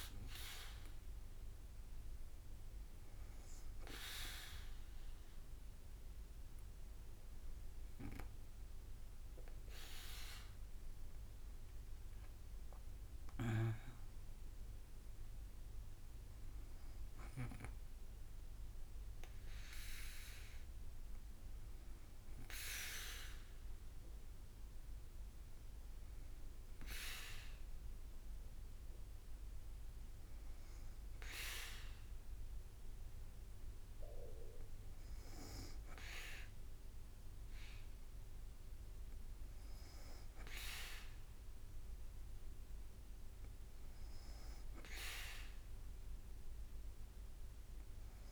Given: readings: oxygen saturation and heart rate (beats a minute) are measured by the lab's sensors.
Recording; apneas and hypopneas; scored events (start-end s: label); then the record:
breathing in sleep by a room microphone; none
9.50-14.00 s: arousal
11.50-22.50 s: drop in pulse transit time (device-marked, heart rate 56 before, 55 extreme)
From the record:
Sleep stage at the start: N2 (light sleep); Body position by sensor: on the back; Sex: female